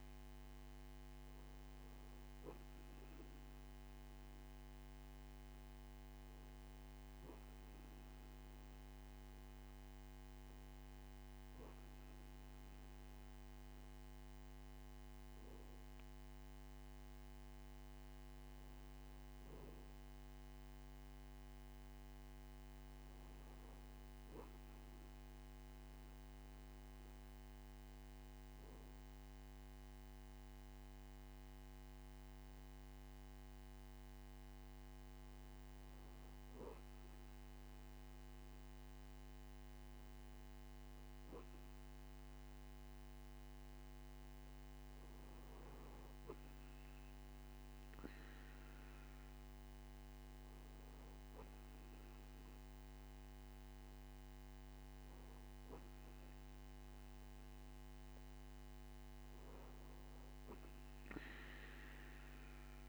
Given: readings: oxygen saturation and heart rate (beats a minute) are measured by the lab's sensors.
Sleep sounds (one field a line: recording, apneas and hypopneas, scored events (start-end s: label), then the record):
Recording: breathing in sleep, hard to hear, by a microphone on the trachea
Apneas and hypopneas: 1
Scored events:
0.00-37.00 s: oxygen desaturation (device-marked, oxygen 92% lowest, heart rate 66 extreme)
24.00-36.50 s: hypopnea (oxygen 96% before, 92% lowest, heart rate 69 before, 66 extreme, up 3 after)
39.50-43.00 s: arousal
From the record:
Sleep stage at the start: REM sleep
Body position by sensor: on the right side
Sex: male